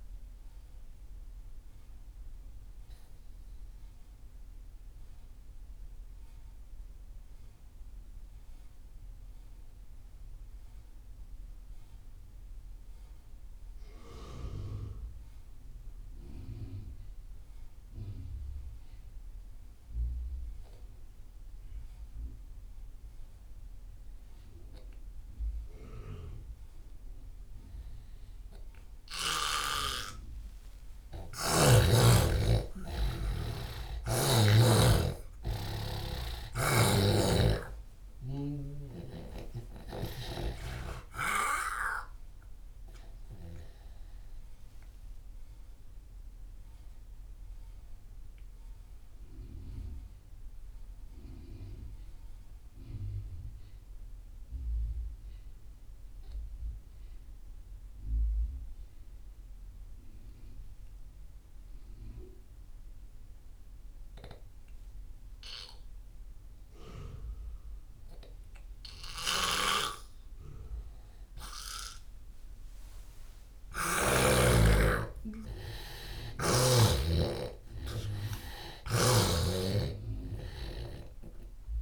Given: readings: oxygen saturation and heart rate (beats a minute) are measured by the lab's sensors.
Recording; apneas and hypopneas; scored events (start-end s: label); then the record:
breathing in sleep by a room microphone; 2
0.00-17.50 s: oxygen desaturation (device-marked, oxygen 86% lowest)
2.00-30.50 s: mixed apnea (oxygen 98% before, 83% lowest)
31.00-35.00 s: arousal
31.50-61.50 s: oxygen desaturation (device-marked, oxygen 98% before, 83% lowest)
45.00-74.00 s: mixed apnea (oxygen 98% before, 83% lowest)
69.00-74.50 s: snoring (device-marked)
76.00-80.50 s: arousal
80.50-81.82 s: oxygen desaturation (device-marked, oxygen 97% before, 84% lowest)
From the record:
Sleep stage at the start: N2 (light sleep); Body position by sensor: on the left side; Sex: male